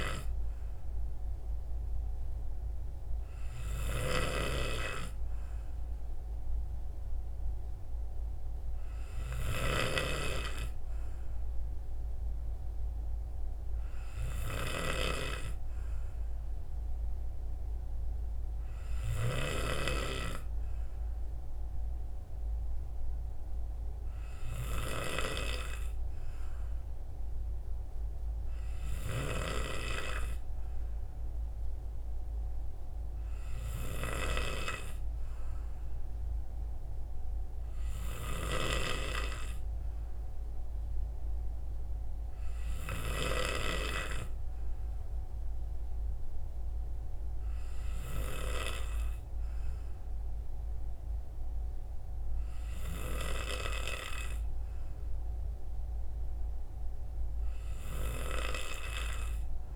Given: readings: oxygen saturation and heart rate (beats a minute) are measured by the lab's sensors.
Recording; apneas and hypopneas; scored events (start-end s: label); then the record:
breathing in sleep by a room microphone; none
none scored
From the record:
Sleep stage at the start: N3 (deep sleep); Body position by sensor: on the right side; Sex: male